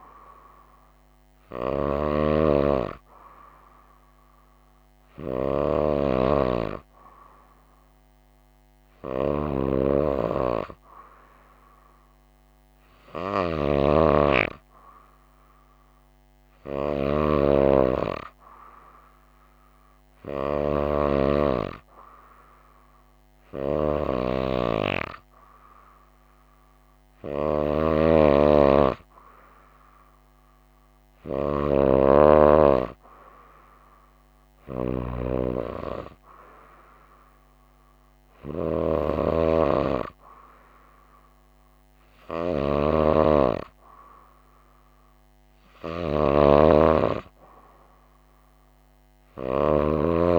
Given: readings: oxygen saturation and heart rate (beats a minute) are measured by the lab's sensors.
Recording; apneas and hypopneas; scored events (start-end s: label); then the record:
breathing in sleep by a microphone on the trachea; none
none scored
From the record:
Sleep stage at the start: N2 (light sleep); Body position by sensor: on the right side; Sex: female